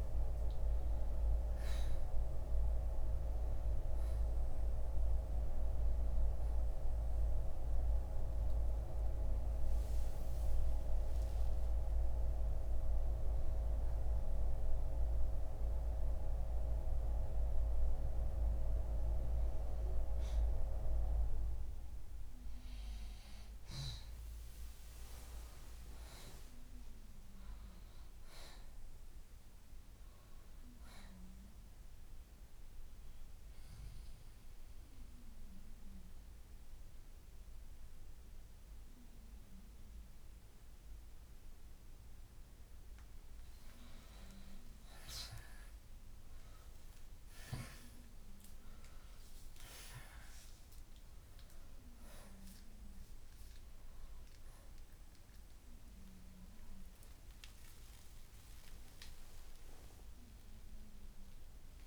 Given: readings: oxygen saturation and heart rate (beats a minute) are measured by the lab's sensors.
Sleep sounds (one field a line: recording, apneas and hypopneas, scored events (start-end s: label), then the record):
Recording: breathing in sleep by a room microphone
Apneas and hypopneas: 1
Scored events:
9.50-24.50 s: oxygen desaturation (device-marked, oxygen 92% before, 86% lowest, heart rate 64 before, 57 extreme)
26.00-29.50 s: arousal
32.50-43.00 s: central apnea (oxygen 95% before, 85% lowest, heart rate 64 before, 57 extreme, up 11 after)
35.50-47.50 s: oxygen desaturation (device-marked, oxygen 95% before, 89% lowest, heart rate 64 before, 60 extreme)
44.50-48.00 s: arousal
60.50-61.87 s: oxygen desaturation (device-marked, oxygen 92% before, 85% lowest, heart rate 65 before, 54 extreme)
From the record:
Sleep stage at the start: N2 (light sleep)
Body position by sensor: on the left side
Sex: male